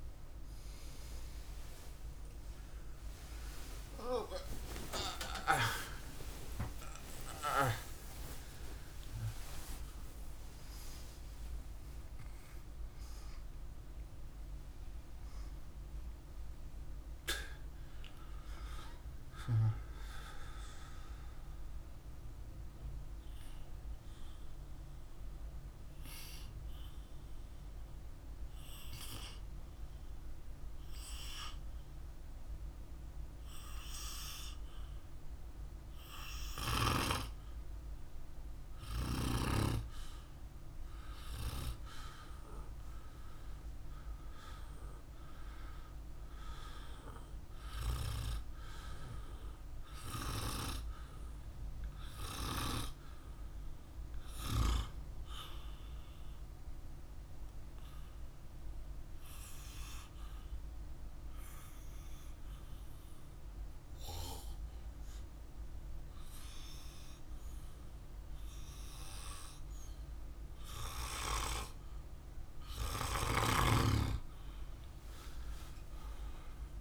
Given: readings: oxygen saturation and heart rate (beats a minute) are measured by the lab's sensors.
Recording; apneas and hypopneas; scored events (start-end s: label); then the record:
breathing in sleep by a room microphone; 2
2.00-8.50 s: arousal
26.50-38.00 s: obstructive apnea (oxygen 98% before, 94% lowest, heart rate 68 before, 48 extreme, up 3 after)
40.50-46.00 s: arousal
49.00-59.00 s: oxygen desaturation (device-marked, oxygen 99% before, 96% lowest, heart rate 49 before, 48 extreme)
58.00-72.50 s: obstructive apnea (oxygen 99% before, 94% lowest, heart rate 50 before, 48 extreme, up 12 after)
75.00-76.81 s: arousal
From the record:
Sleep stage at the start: N2 (light sleep); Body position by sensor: on the back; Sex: male